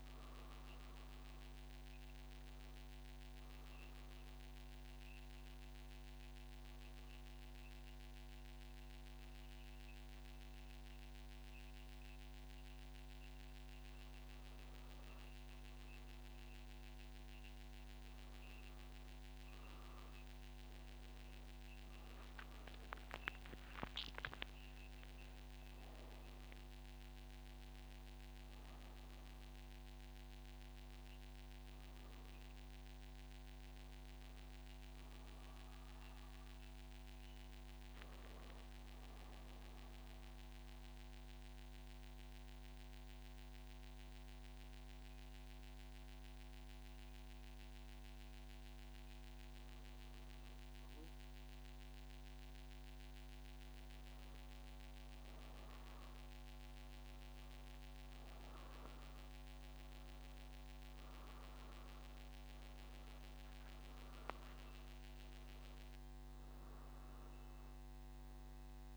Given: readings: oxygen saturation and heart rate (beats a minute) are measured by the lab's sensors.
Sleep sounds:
breathing in sleep, hard to hear, by a microphone on the trachea; 2
4.00-15.50 s: obstructive apnea (oxygen 95% before, 92% lowest, heart rate 63 before, 62 extreme, up 1 after)
40.50-53.50 s: mixed apnea (oxygen 95% before, 92% lowest, heart rate 63 before, 60 extreme, up 2 after)
From the record:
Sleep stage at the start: N3 (deep sleep); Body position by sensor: on the back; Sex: male

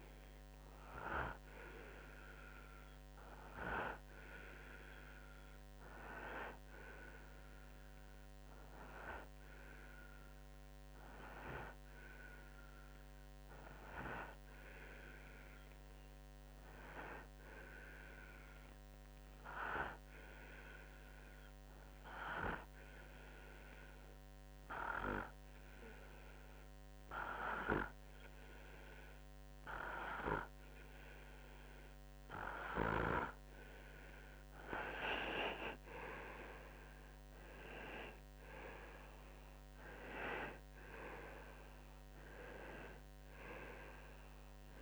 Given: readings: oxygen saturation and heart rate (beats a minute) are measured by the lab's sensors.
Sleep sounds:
breathing in sleep by a microphone on the trachea; 1
7.00-34.00 s: obstructive apnea (oxygen 96% before, 92% lowest, heart rate 58 before, 46 extreme, up 5 after)
36.50-41.00 s: arousal
From the record:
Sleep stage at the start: N2 (light sleep); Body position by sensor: on the right side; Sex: male

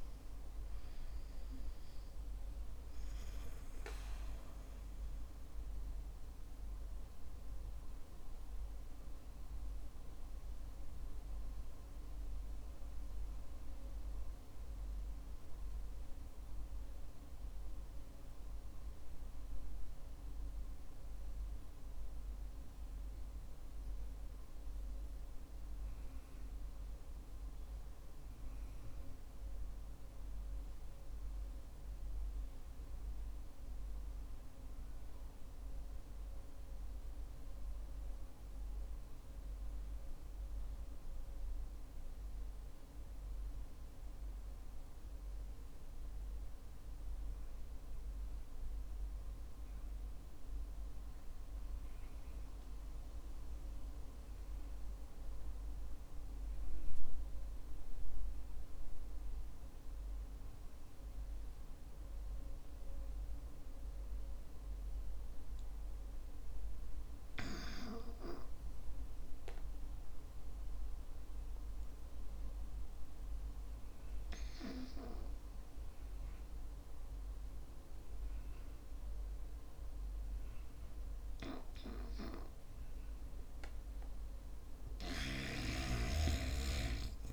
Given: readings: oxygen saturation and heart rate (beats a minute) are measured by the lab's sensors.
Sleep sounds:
breathing in sleep by a room microphone; 1
0.00-1.50 s: arousal
8.00-83.00 s: obstructive apnea (oxygen 98% before, 74% lowest, heart rate 58 before, 46 extreme, up 8 after)
38.50-87.33 s: oxygen desaturation (device-marked, oxygen 96% before, 74% lowest, heart rate 52 before, 49 extreme)
From the record:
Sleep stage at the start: REM sleep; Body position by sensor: on the back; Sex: male

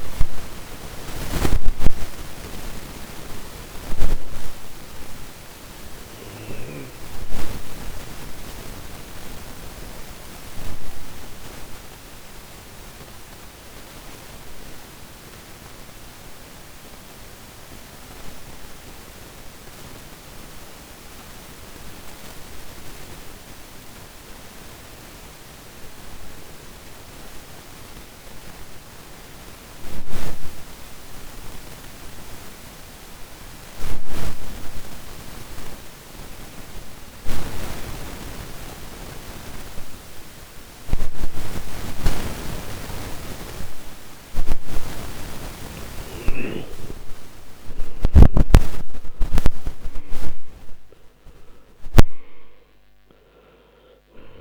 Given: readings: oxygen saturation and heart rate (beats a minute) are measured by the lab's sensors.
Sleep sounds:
breathing in sleep by a microphone on the trachea; 1
0.00-32.00 s: oxygen desaturation (device-marked, oxygen 77% lowest, heart rate 49 extreme)
7.00-46.50 s: obstructive apnea (oxygen 100% before, 77% lowest, heart rate 65 before, 49 extreme, up 18 after)
47.50-51.50 s: arousal
From the record:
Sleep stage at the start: N2 (light sleep); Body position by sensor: on the back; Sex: male

